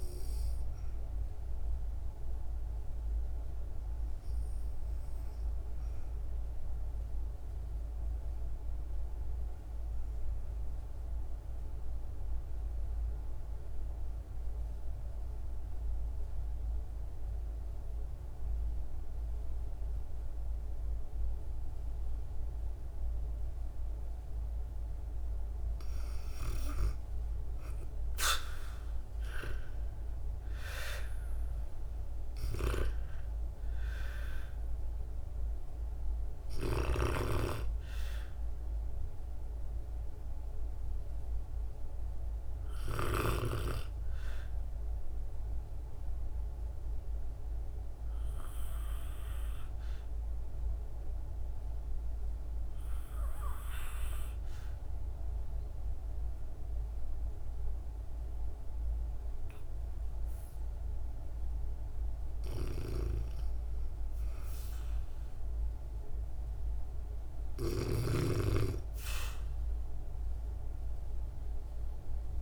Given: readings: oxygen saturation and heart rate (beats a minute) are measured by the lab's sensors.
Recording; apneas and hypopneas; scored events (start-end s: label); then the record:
breathing in sleep by a room microphone; 2
0.00-7.50 s: oxygen desaturation (device-marked, oxygen 87% lowest, heart rate 55 extreme)
7.00-24.00 s: obstructive apnea (oxygen 97% before, 83% lowest, heart rate 63 before, 55 extreme, up 12 after)
19.50-47.50 s: oxygen desaturation (device-marked, oxygen 98% before, 83% lowest, heart rate 61 before, 55 extreme)
26.50-31.50 s: arousal
46.00-61.00 s: obstructive apnea (oxygen 96% before, 87% lowest, heart rate 63 before, 59 extreme, up 1 after)
63.50-67.00 s: arousal
From the record:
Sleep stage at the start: REM sleep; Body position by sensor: on the back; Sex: female